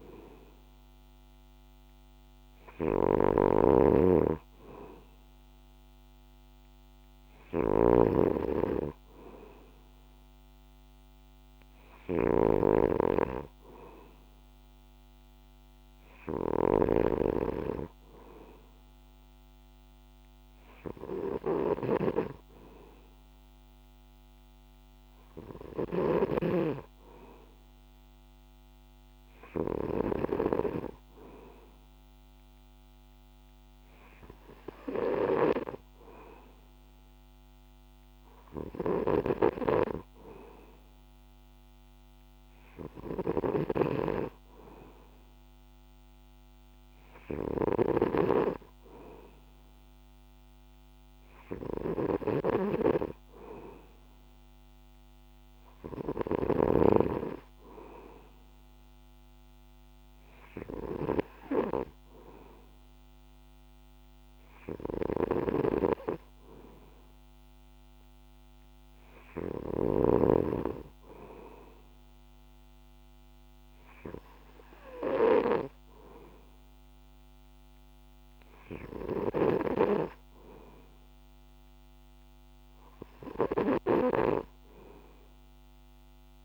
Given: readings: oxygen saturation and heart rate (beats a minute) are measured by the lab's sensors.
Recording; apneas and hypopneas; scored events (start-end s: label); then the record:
breathing in sleep by a microphone on the trachea; none
0.00-26.50 s: snoring (device-marked)
39.00-57.00 s: snoring (device-marked)
65.50-70.00 s: snoring (device-marked)
79.50-86.45 s: snoring (device-marked)
From the record:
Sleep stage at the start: N2 (light sleep); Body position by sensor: on the back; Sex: male